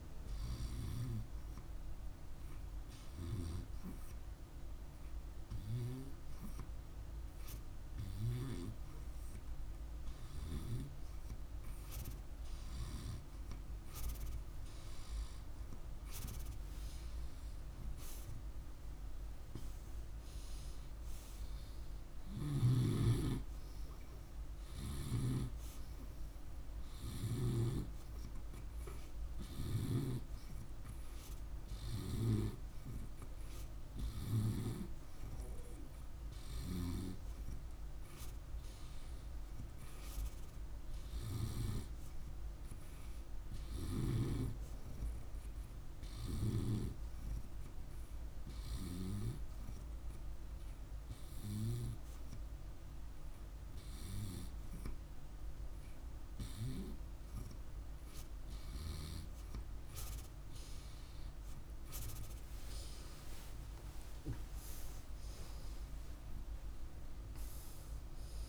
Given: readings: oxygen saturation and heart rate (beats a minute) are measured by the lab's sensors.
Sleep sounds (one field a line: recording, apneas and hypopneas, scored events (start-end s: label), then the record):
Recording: breathing in sleep by a room microphone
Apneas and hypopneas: 1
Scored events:
21.50-27.00 s: snoring (device-marked)
47.00-58.00 s: hypopnea (oxygen 98% before, 93% lowest, heart rate 52 before, 51 extreme, up 29 after)
61.50-66.00 s: arousal
66.00-68.49 s: oxygen desaturation (device-marked, oxygen 97% before, 93% lowest, heart rate 55 before, 51 extreme)
From the record:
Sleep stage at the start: N2 (light sleep)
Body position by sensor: on the right side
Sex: male